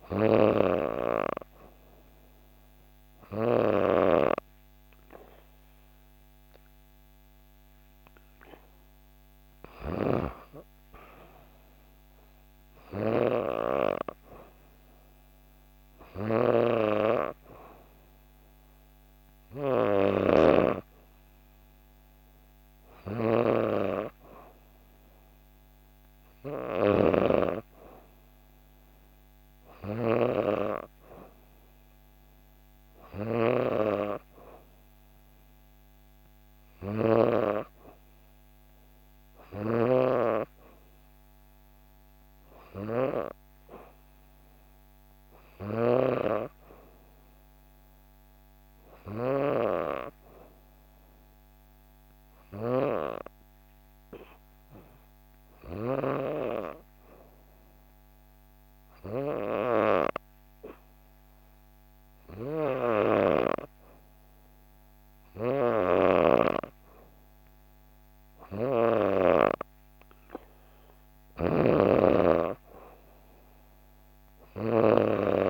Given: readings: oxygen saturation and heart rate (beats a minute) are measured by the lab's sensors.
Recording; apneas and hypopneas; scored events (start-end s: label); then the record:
breathing in sleep by a microphone on the trachea; 1
19.50-23.00 s: snoring (device-marked)
39.00-49.00 s: snoring (device-marked)
52.00-66.50 s: hypopnea (oxygen 94% before, 91% lowest, heart rate 65 before, 63 extreme, up 2 after)
65.00-69.00 s: snoring (device-marked)
67.50-75.50 s: oxygen desaturation (device-marked, oxygen 94% before, 91% lowest, heart rate 64 before, 63 extreme)
68.50-71.00 s: arousal
From the record:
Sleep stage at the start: N2 (light sleep); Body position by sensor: on the back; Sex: female